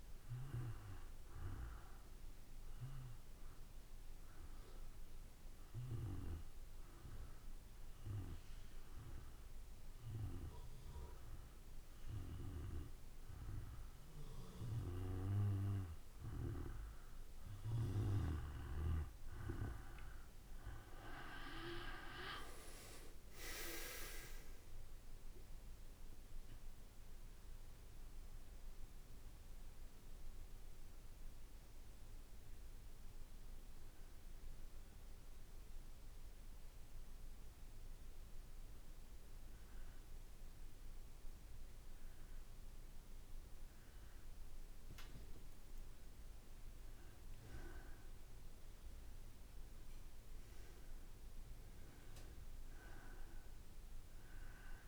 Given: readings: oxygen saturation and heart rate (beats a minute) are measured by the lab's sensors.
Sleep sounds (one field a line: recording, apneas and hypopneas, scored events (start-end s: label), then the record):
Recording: breathing in sleep by a room microphone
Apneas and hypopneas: 2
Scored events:
2.50-16.00 s: obstructive apnea (oxygen 95% before, 89% lowest, heart rate 58 before, 53 extreme, up 5 after)
19.00-21.50 s: arousal
21.50-47.50 s: oxygen desaturation (device-marked, oxygen 95% before, 89% lowest, heart rate 56 before, 53 extreme)
24.50-36.50 s: drop in pulse transit time (device-marked, heart rate 57 before, 55 extreme)
36.00-46.00 s: obstructive apnea (oxygen 95% before, 89% lowest, heart rate 59 before, 53 extreme, up 6 after)
50.00-54.50 s: arousal
From the record:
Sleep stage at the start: N2 (light sleep)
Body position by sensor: on the back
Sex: male